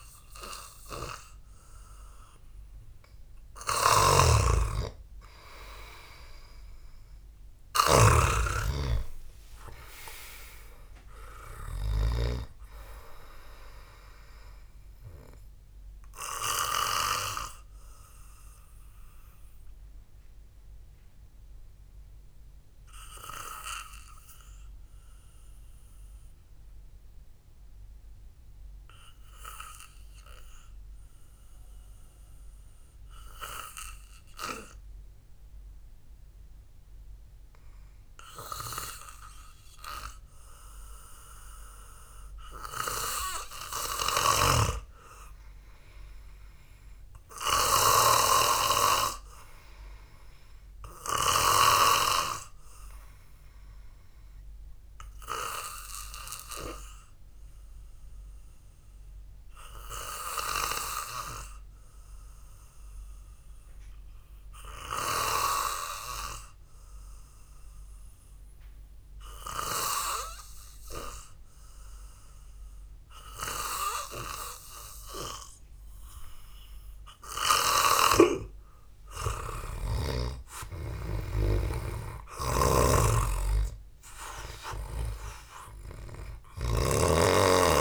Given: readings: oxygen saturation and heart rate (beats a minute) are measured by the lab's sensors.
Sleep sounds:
breathing in sleep by a room microphone; 2
4.50-13.00 s: snoring (device-marked)
6.50-8.50 s: long interval between heartbeats (device-marked, heart rate 61 before, 56 extreme)
8.50-13.00 s: arousal
10.00-27.00 s: oxygen desaturation (device-marked, oxygen 97% before, 92% lowest, heart rate 59 before, 51 extreme)
13.00-15.00 s: long interval between heartbeats (device-marked, heart rate 59 before, 64 extreme)
18.50-39.00 s: hypopnea (oxygen 97% before, 91% lowest, heart rate 59 before, 53 extreme, up 0 after)
29.00-38.00 s: oxygen desaturation (device-marked, oxygen 94% before, 91% lowest, heart rate 59 before, 53 extreme)
42.50-46.50 s: arousal
45.00-49.00 s: snoring (device-marked)
60.50-75.00 s: hypopnea (oxygen 98% before, 91% lowest, heart rate 59 before, 52 extreme, up 8 after)
69.00-85.00 s: oxygen desaturation (device-marked, oxygen 94% before, 91% lowest, heart rate 56 before, 53 extreme)
78.50-87.50 s: snoring (device-marked)
79.50-83.50 s: arousal
81.50-83.50 s: long interval between heartbeats (device-marked, heart rate 55 before, 60 extreme)
From the record:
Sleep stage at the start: N2 (light sleep); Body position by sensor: on the back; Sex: male

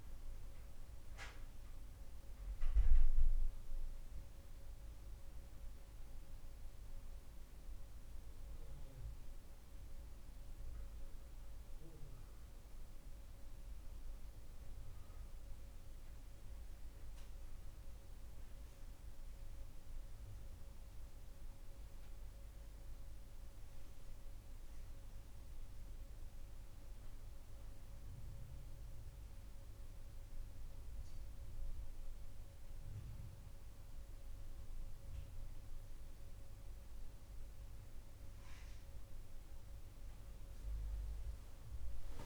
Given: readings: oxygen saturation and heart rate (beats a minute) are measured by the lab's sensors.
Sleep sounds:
breathing in sleep, hard to hear, by a room microphone; none
none scored
From the record:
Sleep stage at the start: N2 (light sleep); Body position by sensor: on the back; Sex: male

